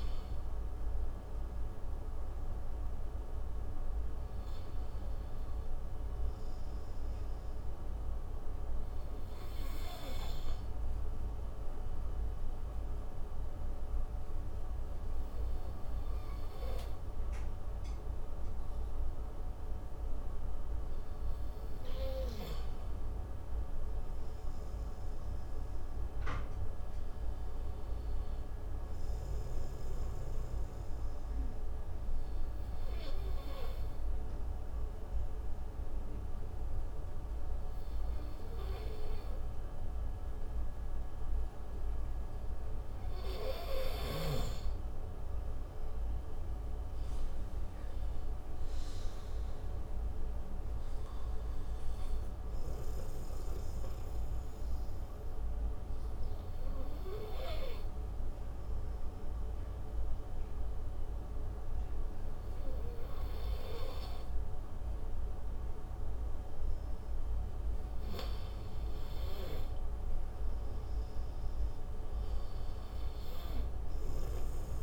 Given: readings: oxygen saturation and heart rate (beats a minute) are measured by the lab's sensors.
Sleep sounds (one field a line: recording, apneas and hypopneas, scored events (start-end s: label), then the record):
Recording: breathing in sleep by a room microphone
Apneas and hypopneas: 3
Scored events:
6.50-9.00 s: arousal
11.50-23.00 s: obstructive apnea (oxygen 97% before, 92% lowest, heart rate 61 before, 61 extreme, up 8 after)
24.50-27.00 s: arousal
31.00-44.50 s: obstructive apnea (oxygen 97% before, 92% lowest, heart rate 65 before, 60 extreme, up 19 after)
34.50-46.50 s: oxygen desaturation (device-marked, oxygen 96% before, 93% lowest, heart rate 65 before, 60 extreme)
47.00-50.00 s: arousal
54.00-67.00 s: obstructive apnea (oxygen 96% before, 91% lowest, heart rate 69 before, 59 extreme, up 13 after)
69.00-71.50 s: arousal
From the record:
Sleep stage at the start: N2 (light sleep)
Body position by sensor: on the right side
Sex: male